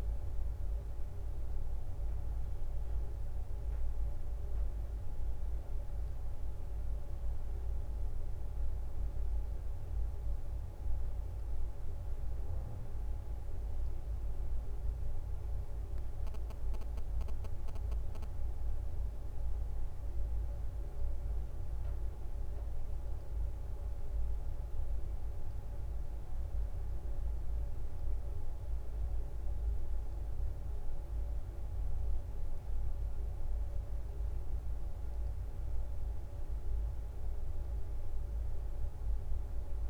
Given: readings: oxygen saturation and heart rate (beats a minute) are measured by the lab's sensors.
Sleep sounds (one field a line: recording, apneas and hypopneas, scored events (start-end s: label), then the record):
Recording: a person awake in a sleep study, hard to hear, by a room microphone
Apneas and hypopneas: none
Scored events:
25.00-33.50 s: leg movement (device-marked)
From the record:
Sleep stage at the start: awake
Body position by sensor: on the right side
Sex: female